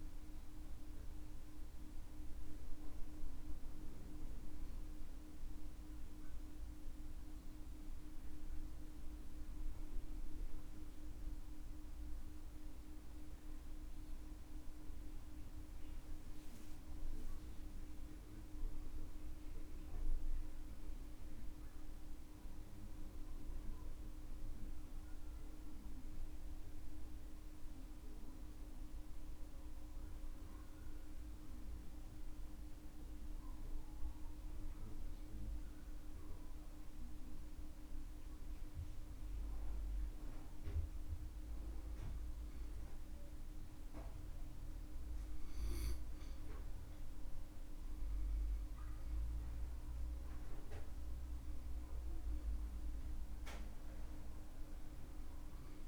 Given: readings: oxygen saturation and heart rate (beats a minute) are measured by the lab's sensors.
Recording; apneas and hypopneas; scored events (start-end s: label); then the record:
breathing in sleep, hard to hear, by a room microphone; 1
0.00-2.50 s: arousal
25.50-38.50 s: hypopnea (oxygen 97% before, 93% lowest, heart rate 68 before, 55 extreme, up 11 after)
40.00-45.00 s: arousal
From the record:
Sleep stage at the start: N2 (light sleep); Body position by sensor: on the back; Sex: male